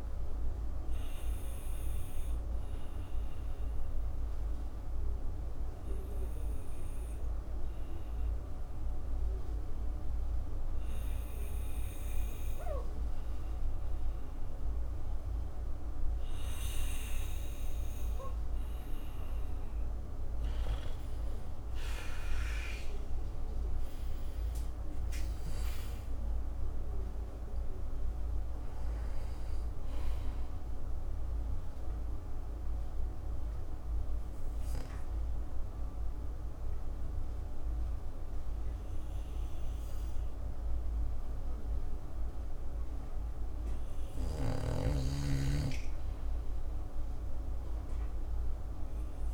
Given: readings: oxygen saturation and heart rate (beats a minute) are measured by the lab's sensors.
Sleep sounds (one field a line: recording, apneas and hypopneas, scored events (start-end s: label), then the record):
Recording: breathing in sleep, hard to hear, by a room microphone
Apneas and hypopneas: 2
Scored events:
1.00-18.00 s: obstructive apnea (oxygen 96% before, 90% lowest, heart rate 61 before, 57 extreme, up 4 after)
4.00-17.00 s: oxygen desaturation (device-marked, oxygen 96% before, 90% lowest, heart rate 62 before, 57 extreme)
20.50-24.50 s: arousal
29.00-46.00 s: oxygen desaturation (device-marked, oxygen 97% before, 90% lowest, heart rate 59 before, 53 extreme)
31.50-44.50 s: obstructive apnea (oxygen 97% before, 90% lowest, heart rate 60 before, 53 extreme, up 5 after)
44.50-49.34 s: snoring (device-marked)
48.00-49.34 s: arousal
From the record:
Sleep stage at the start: N2 (light sleep)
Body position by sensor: on the back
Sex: male